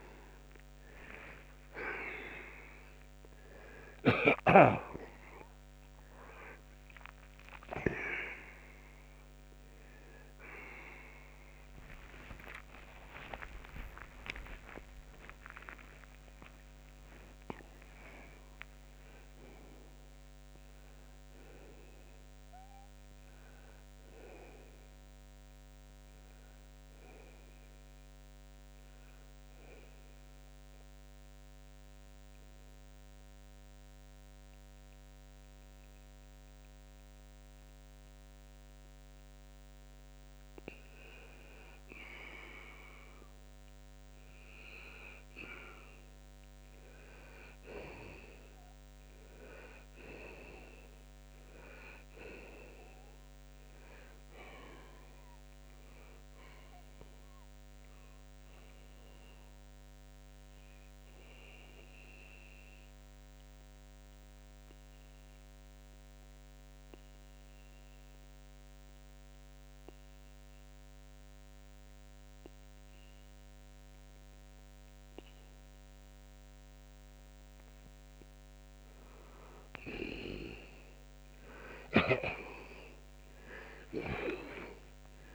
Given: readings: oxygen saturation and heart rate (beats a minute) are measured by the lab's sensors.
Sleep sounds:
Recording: a person partly awake in a sleep study, by a microphone on the trachea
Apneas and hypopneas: 2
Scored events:
0.00-4.50 s: snoring (device-marked)
6.00-23.00 s: oxygen desaturation (device-marked, oxygen 96% before, 91% lowest)
14.00-44.00 s: new sleep stage, N1 (lightest sleep)
28.50-41.00 s: hypopnea (oxygen 96% before, 85% lowest, heart rate 134 before, 67 extreme, up 22 after)
43.00-47.00 s: arousal
44.00-85.35 s: new sleep stage, N2 (light sleep)
45.00-57.00 s: oxygen desaturation (device-marked, oxygen 93% before, 85% lowest, heart rate 64 before, 66 extreme)
63.50-78.50 s: obstructive apnea (oxygen 95% before, 80% lowest, heart rate 94 before, 66 extreme)
66.00-85.35 s: oxygen desaturation (device-marked, oxygen 95% before, 85% lowest, heart rate 94 before, 66 extreme)
80.00-85.35 s: arousal
From the record:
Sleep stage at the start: awake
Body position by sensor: on the left side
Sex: male

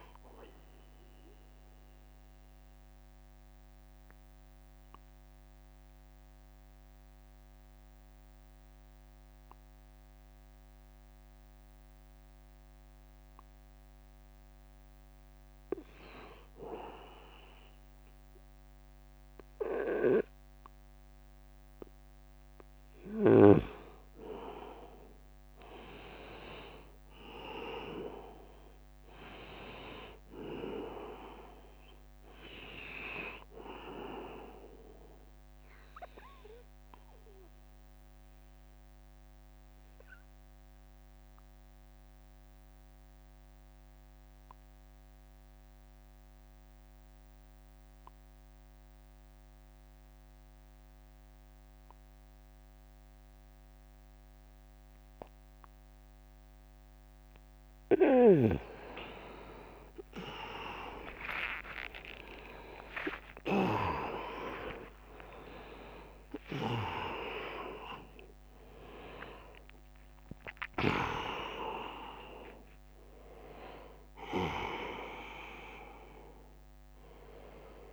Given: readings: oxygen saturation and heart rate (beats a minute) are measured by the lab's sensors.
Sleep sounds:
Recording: breathing in sleep by a microphone on the trachea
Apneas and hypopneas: 2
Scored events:
0.00-10.50 s: oxygen desaturation (device-marked, oxygen 88% lowest, heart rate 65 extreme)
0.50-14.00 s: central apnea (oxygen 98% before, 88% lowest, heart rate 85 before, 65 extreme, up 14 after)
17.00-20.50 s: arousal
27.50-48.50 s: oxygen desaturation (device-marked, oxygen 100% before, 91% lowest, heart rate 74 before, 71 extreme)
36.50-57.50 s: obstructive apnea (oxygen 100% before, 85% lowest, heart rate 77 before, 71 extreme, up 17 after)
40.50-42.50 s: long interval between heartbeats (device-marked, heart rate 77 before, 75 extreme)
59.50-77.93 s: oxygen desaturation (device-marked, oxygen 99% before, 85% lowest, heart rate 79 before, 77 extreme)
60.00-66.00 s: arousal
62.50-76.50 s: drop in pulse transit time (device-marked, heart rate 80 before, 78 extreme)
63.50-65.50 s: long interval between heartbeats (device-marked, heart rate 81 before, 95 extreme)
From the record:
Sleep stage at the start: N2 (light sleep)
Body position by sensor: on the back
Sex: male

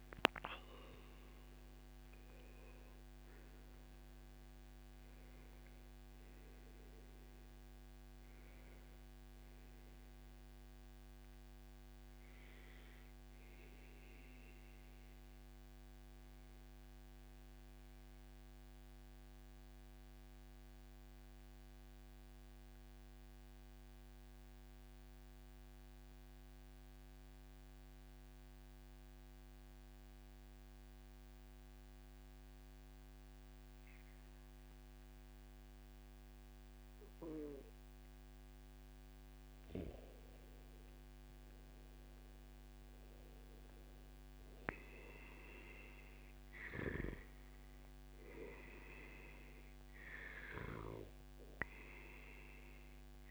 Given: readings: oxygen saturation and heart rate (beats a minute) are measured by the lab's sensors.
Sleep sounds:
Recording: breathing in sleep by a microphone on the trachea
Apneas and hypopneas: 1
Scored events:
0.00-9.50 s: oxygen desaturation (device-marked, oxygen 93% lowest, heart rate 78 extreme)
14.50-39.00 s: mixed apnea (oxygen 97% before, 93% lowest, heart rate 137 before, 89 extreme, up 13 after)
17.00-19.00 s: long interval between heartbeats (device-marked, heart rate 132 before, 78 extreme)
20.00-22.00 s: long interval between heartbeats (device-marked, heart rate 123 before, 90 extreme)
41.50-45.00 s: arousal
From the record:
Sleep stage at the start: N2 (light sleep)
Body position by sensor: on the back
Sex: male

